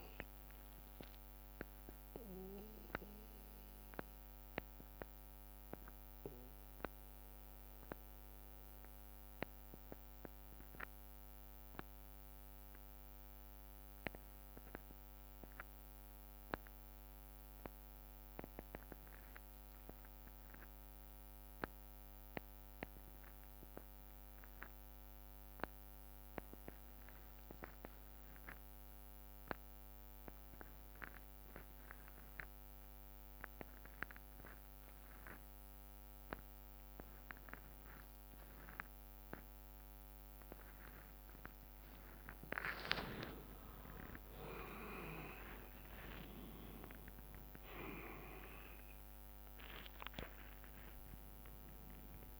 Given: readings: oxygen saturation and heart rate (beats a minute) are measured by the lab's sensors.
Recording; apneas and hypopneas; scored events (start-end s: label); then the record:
breathing in sleep by a microphone on the trachea; 1
0.00-3.00 s: bradycardia (device-marked, heart rate 53 extreme)
0.00-5.00 s: oxygen desaturation (device-marked, oxygen 87% lowest, heart rate 53 extreme)
1.50-41.50 s: obstructive apnea (oxygen 97% before, 83% lowest, heart rate 68 before, 57 extreme, up 22 after)
19.00-21.00 s: bradycardia (device-marked, heart rate 70 before, 61 extreme)
22.00-52.40 s: oxygen desaturation (device-marked, oxygen 99% before, 83% lowest, heart rate 61 before, 56 extreme)
43.50-50.00 s: arousal
44.00-52.40 s: drop in pulse transit time (device-marked, heart rate 61 before, 73 extreme)
44.50-46.50 s: long interval between heartbeats (device-marked, heart rate 61 before, 74 extreme)
From the record:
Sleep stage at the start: N2 (light sleep); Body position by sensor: on the back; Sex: male